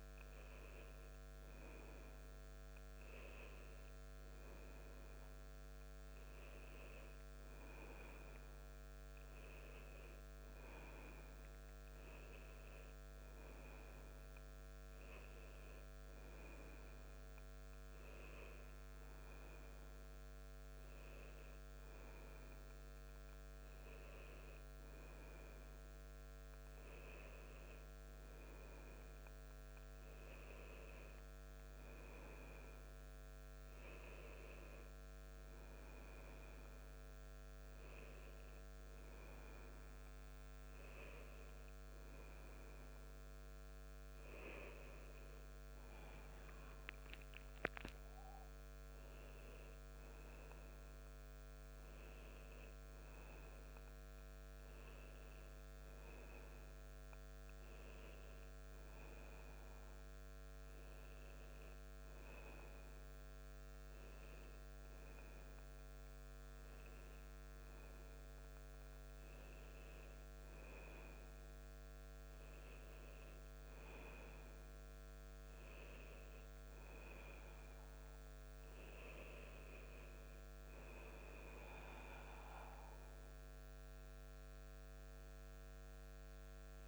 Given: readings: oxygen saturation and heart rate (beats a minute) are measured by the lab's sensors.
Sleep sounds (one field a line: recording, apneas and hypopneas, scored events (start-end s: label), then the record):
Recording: a person awake in a sleep study, hard to hear, by a microphone on the trachea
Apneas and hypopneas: none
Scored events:
none scored
From the record:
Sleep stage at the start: awake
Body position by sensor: on the back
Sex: male